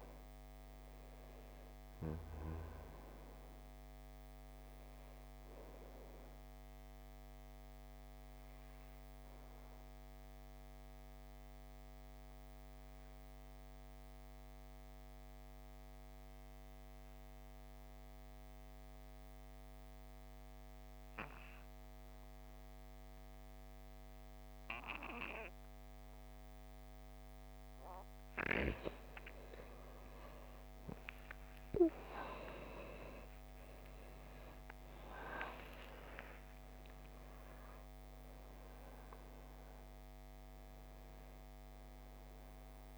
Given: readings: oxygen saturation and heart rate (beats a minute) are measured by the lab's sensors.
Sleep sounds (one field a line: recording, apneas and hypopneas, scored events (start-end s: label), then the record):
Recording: breathing in sleep by a microphone on the trachea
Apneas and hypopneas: 1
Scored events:
5.00-20.00 s: oxygen desaturation (device-marked, oxygen 96% before, 91% lowest, heart rate 54 before, 51 extreme)
6.50-27.00 s: obstructive apnea (oxygen 96% before, 85% lowest, heart rate 54 before, 51 extreme, up 12 after)
30.50-35.50 s: arousal
34.00-42.98 s: oxygen desaturation (device-marked, oxygen 97% before, 85% lowest, heart rate 54 before, 52 extreme)
From the record:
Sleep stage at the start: N2 (light sleep)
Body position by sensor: on the back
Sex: male